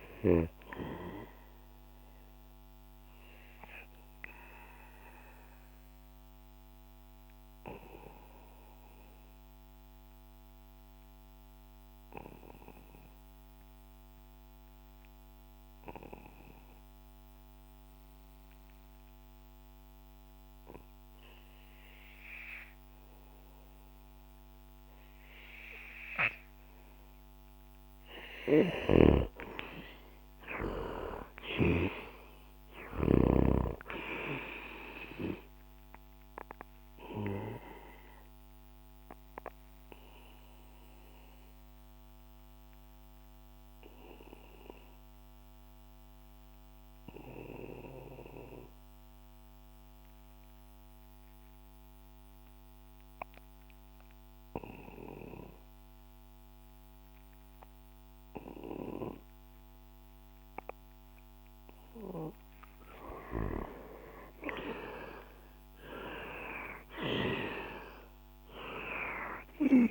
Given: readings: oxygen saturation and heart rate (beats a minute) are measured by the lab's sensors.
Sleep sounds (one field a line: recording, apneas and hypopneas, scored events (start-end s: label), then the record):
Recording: breathing in sleep by a microphone on the trachea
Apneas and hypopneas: 2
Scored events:
0.00-21.00 s: oxygen desaturation (device-marked, oxygen 88% lowest, heart rate 61 extreme)
3.00-28.00 s: obstructive apnea (oxygen 99% before, 87% lowest, heart rate 70 before, 62 extreme, up 9 after)
29.00-33.50 s: snoring (device-marked)
32.50-35.50 s: arousal
33.00-57.00 s: oxygen desaturation (device-marked, oxygen 98% before, 87% lowest, heart rate 67 before, 61 extreme)
39.00-61.50 s: obstructive apnea (oxygen 98% before, 87% lowest, heart rate 69 before, 61 extreme, up 7 after)
63.50-67.00 s: arousal
From the record:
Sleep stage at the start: N2 (light sleep)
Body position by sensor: on the back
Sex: male